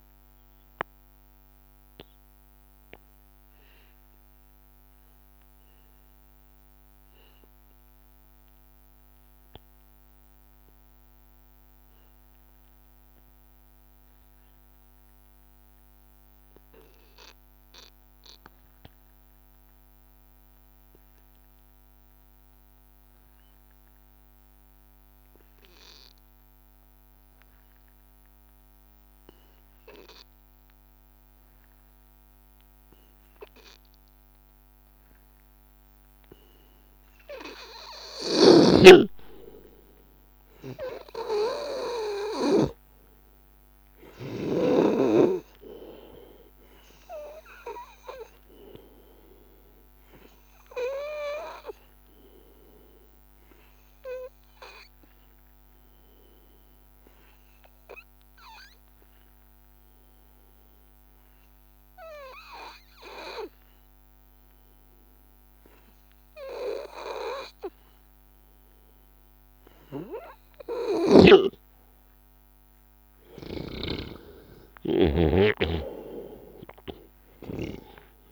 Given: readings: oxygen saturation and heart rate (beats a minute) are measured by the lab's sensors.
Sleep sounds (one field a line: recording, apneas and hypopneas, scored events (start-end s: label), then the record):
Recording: breathing in sleep by a microphone on the trachea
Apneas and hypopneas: 2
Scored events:
0.00-5.50 s: oxygen desaturation (device-marked, oxygen 89% lowest, heart rate 82 extreme)
12.00-35.50 s: obstructive apnea (oxygen 100% before, 90% lowest, heart rate 84 before, 82 extreme, up 2 after)
20.50-62.50 s: oxygen desaturation (device-marked, oxygen 99% before, 90% lowest, heart rate 82 before, 82 extreme)
38.00-42.50 s: arousal
51.50-71.00 s: hypopnea (oxygen 97% before, 90% lowest, heart rate 84 before, 83 extreme, up 2 after)
71.00-75.50 s: snoring (device-marked)
75.50-78.32 s: arousal
From the record:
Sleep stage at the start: N2 (light sleep)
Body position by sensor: on the back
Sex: male